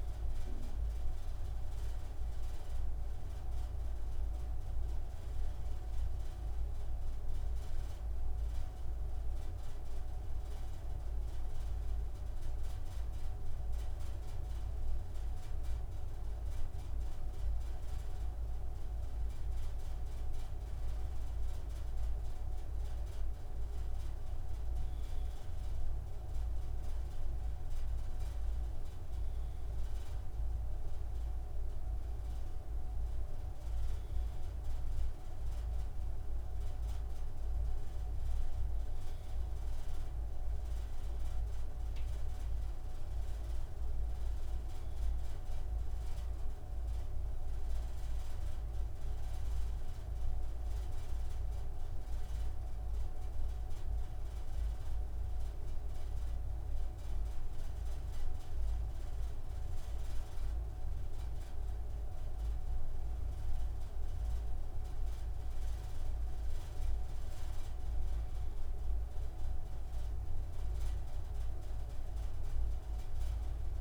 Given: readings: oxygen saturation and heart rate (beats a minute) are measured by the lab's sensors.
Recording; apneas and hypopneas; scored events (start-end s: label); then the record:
breathing in sleep, hard to hear, by a room microphone; 2
9.50-21.00 s: mixed apnea (oxygen 98% before, 95% lowest)
23.50-28.00 s: arousal
48.00-59.50 s: hypopnea (oxygen 97% before, 94% lowest)
62.50-67.00 s: arousal
From the record:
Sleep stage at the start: N2 (light sleep); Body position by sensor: on the right side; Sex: male